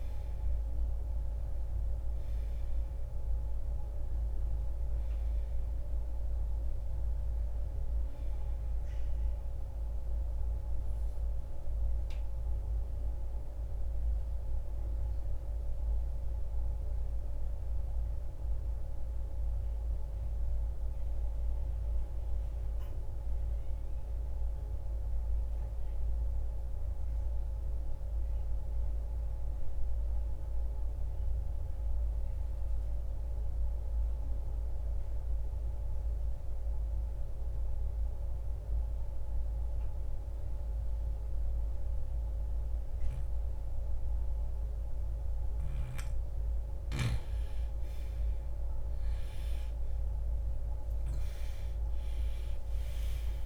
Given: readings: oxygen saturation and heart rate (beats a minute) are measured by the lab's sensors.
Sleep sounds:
breathing in sleep, hard to hear, by a room microphone; 1
0.00-23.00 s: oxygen desaturation (device-marked, oxygen 84% lowest, heart rate 59 extreme)
12.50-46.50 s: mixed apnea (oxygen 97% before, 83% lowest, heart rate 80 before, 59 extreme, up 24 after)
44.00-53.46 s: oxygen desaturation (device-marked, oxygen 98% before, 83% lowest, heart rate 69 before, 54 extreme)
50.00-53.46 s: arousal
From the record:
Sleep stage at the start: N2 (light sleep); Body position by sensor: on the right side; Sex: male

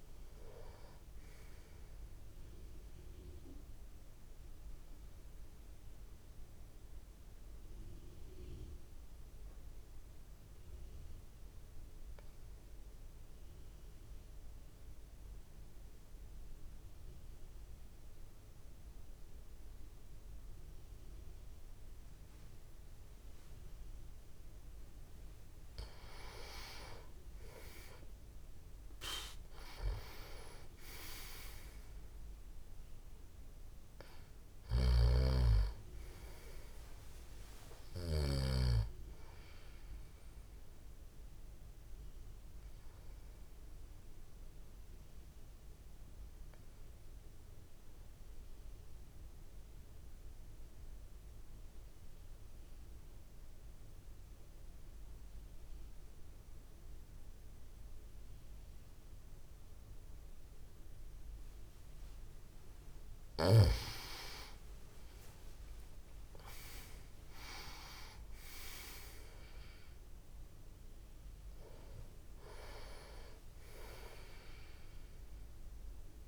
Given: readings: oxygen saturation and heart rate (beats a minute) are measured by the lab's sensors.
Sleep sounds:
breathing in sleep by a room microphone; 2
0.00-11.50 s: oxygen desaturation (device-marked, oxygen 90% lowest)
3.50-25.00 s: obstructive apnea (oxygen 98% before, 90% lowest)
25.50-52.50 s: oxygen desaturation (device-marked, oxygen 98% before, 90% lowest)
27.50-32.00 s: arousal
34.50-38.50 s: snoring (device-marked)
40.50-62.50 s: obstructive apnea (oxygen 98% before, 90% lowest)
64.00-68.50 s: arousal
From the record:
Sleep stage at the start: N2 (light sleep); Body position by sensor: on the back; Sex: male

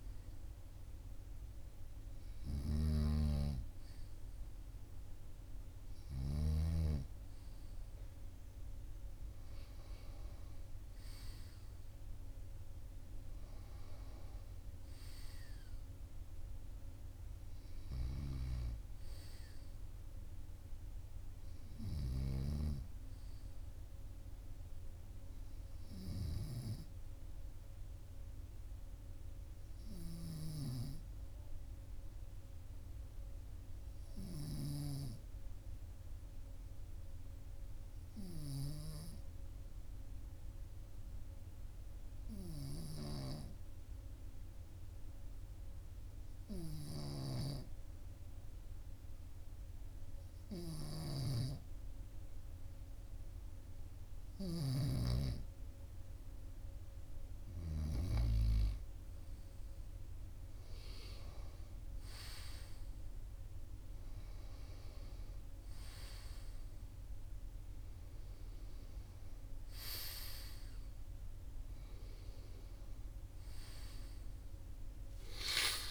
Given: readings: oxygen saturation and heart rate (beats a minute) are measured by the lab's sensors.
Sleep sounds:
breathing in sleep by a room microphone; 1
0.00-6.50 s: snoring (device-marked)
15.50-20.50 s: arousal
27.50-54.50 s: obstructive apnea (oxygen 98% before, 94% lowest, heart rate 46 before, 44 extreme, up 2 after)
70.50-75.91 s: new sleep stage, awake
From the record:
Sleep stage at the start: N2 (light sleep); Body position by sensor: on the right side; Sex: male

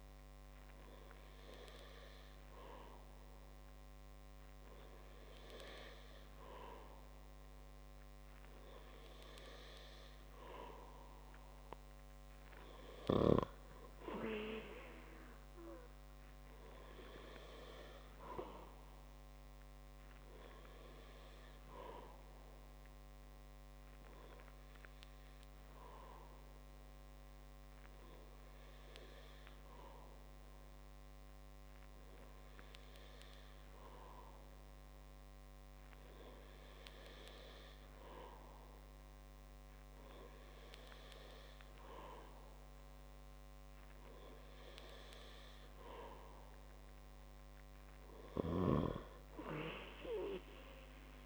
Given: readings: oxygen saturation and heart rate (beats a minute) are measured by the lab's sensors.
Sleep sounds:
breathing in sleep by a microphone on the trachea; none
none scored
From the record:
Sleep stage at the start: N2 (light sleep); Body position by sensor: on the back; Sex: male

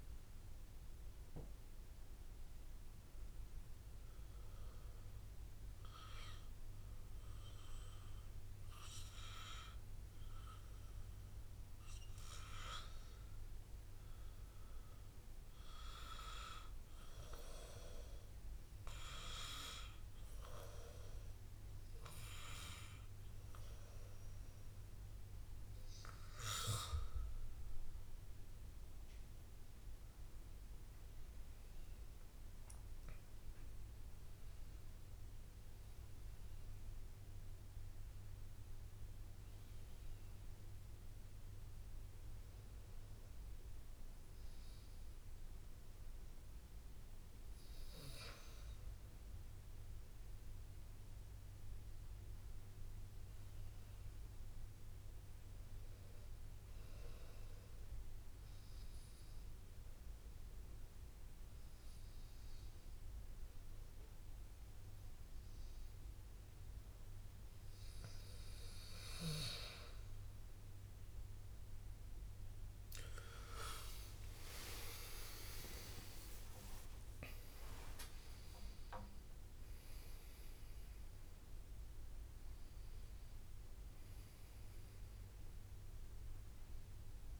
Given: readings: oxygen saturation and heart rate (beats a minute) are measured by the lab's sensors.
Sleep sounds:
breathing in sleep by a room microphone; 2
6.00-8.00 s: long interval between heartbeats (device-marked, heart rate 47 before, 59 extreme)
13.00-15.00 s: long interval between heartbeats (device-marked, heart rate 48 before, 43 extreme)
16.50-28.50 s: hypopnea (oxygen 98% before, 95% lowest, heart rate 47 before, 30 extreme, up 23 after)
20.00-22.00 s: long interval between heartbeats (device-marked, heart rate 45 before, 35 extreme)
25.00-27.00 s: long interval between heartbeats (device-marked, heart rate 43 before, 37 extreme)
30.50-32.50 s: long interval between heartbeats (device-marked, heart rate 38 before, 53 extreme)
31.00-36.00 s: arousal
45.50-47.50 s: long interval between heartbeats (device-marked, heart rate 46 before, 39 extreme)
56.50-58.50 s: long interval between heartbeats (device-marked, heart rate 48 before, 59 extreme)
58.00-70.50 s: obstructive apnea (oxygen 99% before, 95% lowest, heart rate 50 before, 33 extreme, up 24 after)
60.50-62.50 s: long interval between heartbeats (device-marked, heart rate 49 before, 47 extreme)
68.00-70.00 s: long interval between heartbeats (device-marked, heart rate 48 before, 41 extreme)
71.00-73.00 s: long interval between heartbeats (device-marked, heart rate 48 before, 44 extreme)
73.50-79.00 s: arousal
76.50-78.50 s: long interval between heartbeats (device-marked, heart rate 45 before, 54 extreme)
77.00-87.40 s: new sleep stage, N1 (lightest sleep)
77.00-87.40 s: oxygen desaturation (device-marked, oxygen 98% before, 95% lowest)
84.50-86.50 s: long interval between heartbeats (device-marked, heart rate 51 before, 63 extreme)
From the record:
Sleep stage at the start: N2 (light sleep); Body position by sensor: on the back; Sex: male

